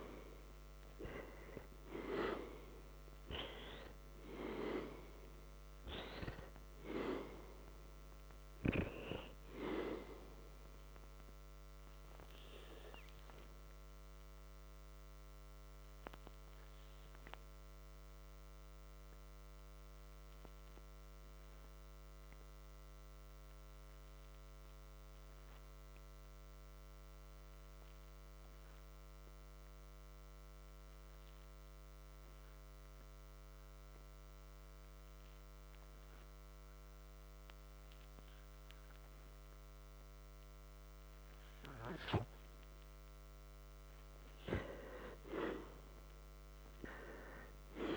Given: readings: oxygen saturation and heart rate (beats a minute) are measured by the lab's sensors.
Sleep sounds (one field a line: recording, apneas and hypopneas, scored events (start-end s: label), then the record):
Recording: breathing in sleep by a microphone on the trachea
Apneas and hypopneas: 1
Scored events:
0.00-2.50 s: arousal
14.00-43.00 s: hypopnea (oxygen 98% before, 87% lowest, heart rate 54 before, 54 extreme, up 2 after)
25.50-40.50 s: oxygen desaturation (device-marked, oxygen 97% before, 91% lowest, heart rate 59 before, 54 extreme)
45.50-47.97 s: arousal
From the record:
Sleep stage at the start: N2 (light sleep)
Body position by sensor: on the back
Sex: male